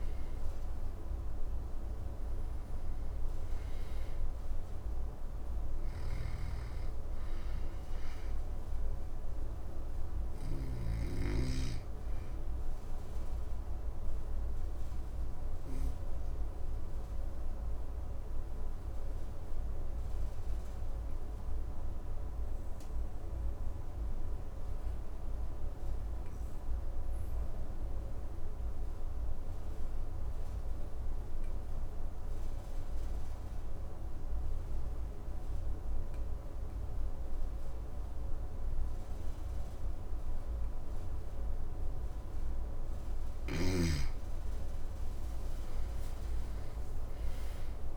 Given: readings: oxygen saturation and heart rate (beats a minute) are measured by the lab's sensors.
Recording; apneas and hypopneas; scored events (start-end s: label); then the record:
breathing in sleep, hard to hear, by a room microphone; 1
0.00-3.00 s: arousal
0.00-22.50 s: oxygen desaturation (device-marked, oxygen 94% lowest, heart rate 51 extreme)
5.00-10.00 s: snoring (device-marked)
8.50-41.50 s: obstructive apnea (oxygen 100% before, 91% lowest, heart rate 56 before, 51 extreme, up 9 after)
37.50-47.97 s: oxygen desaturation (device-marked, oxygen 99% before, 91% lowest, heart rate 53 before, 53 extreme)
43.50-47.50 s: arousal
From the record:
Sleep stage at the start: N2 (light sleep); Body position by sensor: on the back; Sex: male